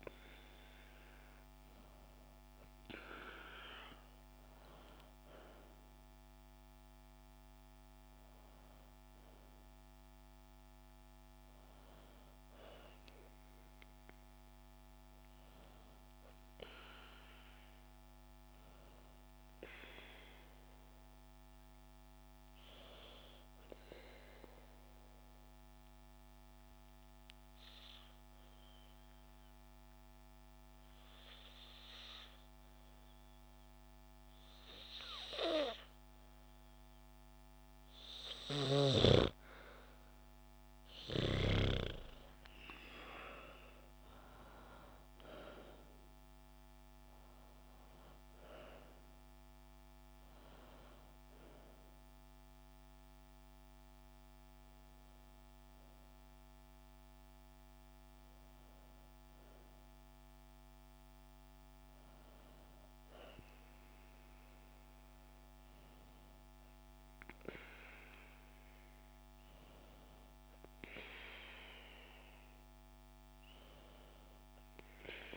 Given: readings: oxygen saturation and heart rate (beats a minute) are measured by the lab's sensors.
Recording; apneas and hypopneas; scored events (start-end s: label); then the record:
breathing in sleep by a microphone on the trachea; 1
0.00-7.50 s: oxygen desaturation (device-marked, oxygen 93% lowest, heart rate 68 extreme)
15.00-18.50 s: arousal
23.50-37.50 s: obstructive apnea (oxygen 98% before, 92% lowest, heart rate 74 before, 69 extreme, up 7 after)
33.50-60.50 s: oxygen desaturation (device-marked, oxygen 97% before, 92% lowest, heart rate 71 before, 69 extreme)
40.50-45.00 s: arousal
From the record:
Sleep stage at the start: N2 (light sleep); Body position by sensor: on the back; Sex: female